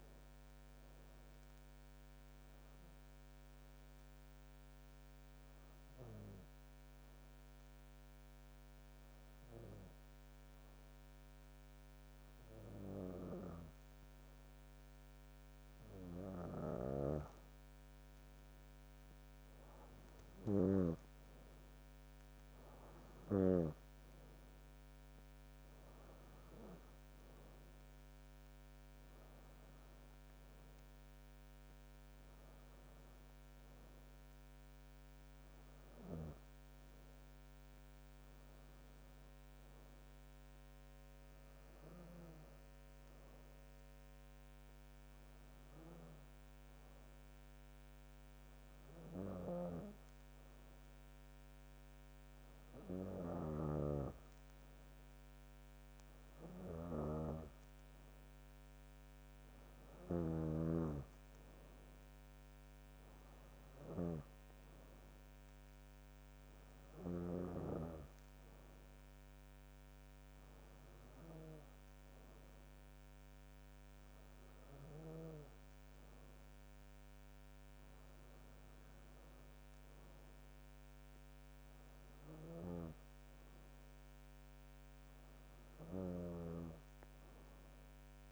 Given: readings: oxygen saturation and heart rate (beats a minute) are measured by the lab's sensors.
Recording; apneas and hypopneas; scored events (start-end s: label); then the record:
breathing in sleep by a microphone on the trachea; 2
4.50-15.50 s: obstructive apnea (oxygen 96% before, 92% lowest, heart rate 71 before, 64 extreme, up 6 after)
19.50-23.00 s: arousal
26.00-44.00 s: oxygen desaturation (device-marked, oxygen 96% before, 92% lowest, heart rate 68 before, 65 extreme)
42.50-54.00 s: hypopnea (oxygen 96% before, 92% lowest, heart rate 68 before, 67 extreme, up 4 after)
53.50-64.50 s: snoring (device-marked)
59.50-63.00 s: arousal
From the record:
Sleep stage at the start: N2 (light sleep); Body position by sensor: on the back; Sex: female